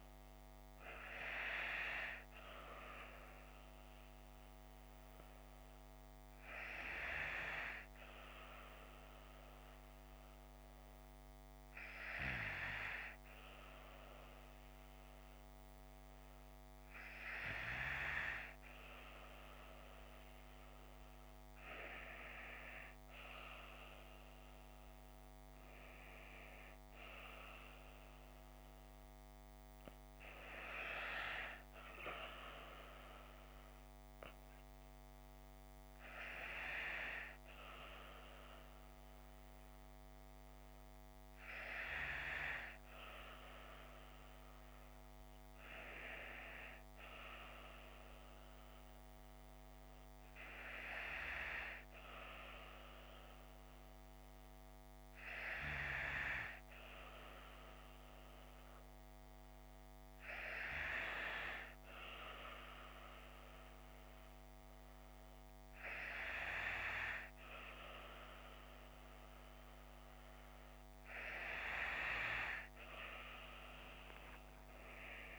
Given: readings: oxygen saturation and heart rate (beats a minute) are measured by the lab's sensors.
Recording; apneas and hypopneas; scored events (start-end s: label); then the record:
breathing in sleep by a microphone on the trachea; 1
6.00-18.50 s: hypopnea (oxygen 95% before, 94% lowest)
24.00-27.50 s: arousal
From the record:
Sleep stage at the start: N2 (light sleep); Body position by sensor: on the left side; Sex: female